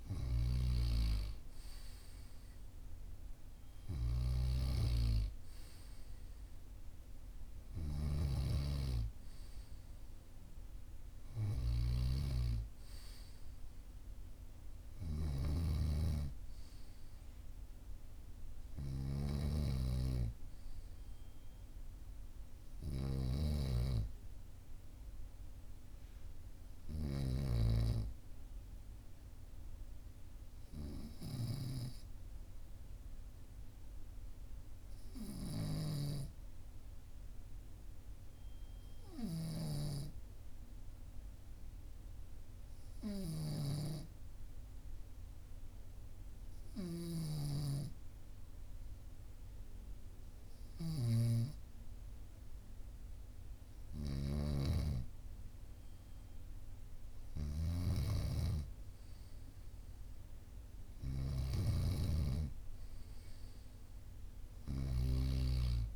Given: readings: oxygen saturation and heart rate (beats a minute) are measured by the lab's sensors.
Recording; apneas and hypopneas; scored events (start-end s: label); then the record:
breathing in sleep by a room microphone; 1
4.00-27.50 s: snoring (device-marked)
31.50-51.50 s: obstructive apnea (oxygen 98% before, 95% lowest, heart rate 45 before, 44 extreme, up 1 after)
46.50-65.00 s: snoring (device-marked)
54.00-58.00 s: arousal
From the record:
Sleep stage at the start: N2 (light sleep); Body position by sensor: on the right side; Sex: male